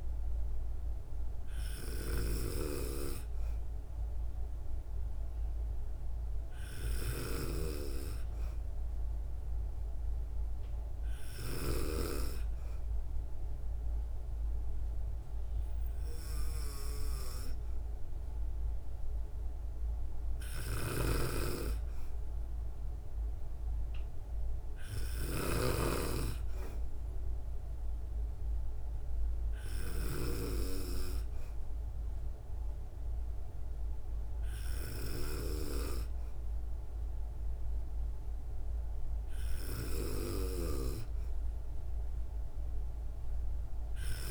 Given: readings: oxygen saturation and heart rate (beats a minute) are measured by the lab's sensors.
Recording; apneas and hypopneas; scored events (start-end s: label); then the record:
breathing in sleep by a room microphone; none
20.00-25.50 s: snoring (device-marked)
From the record:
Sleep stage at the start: N2 (light sleep); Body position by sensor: on the back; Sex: female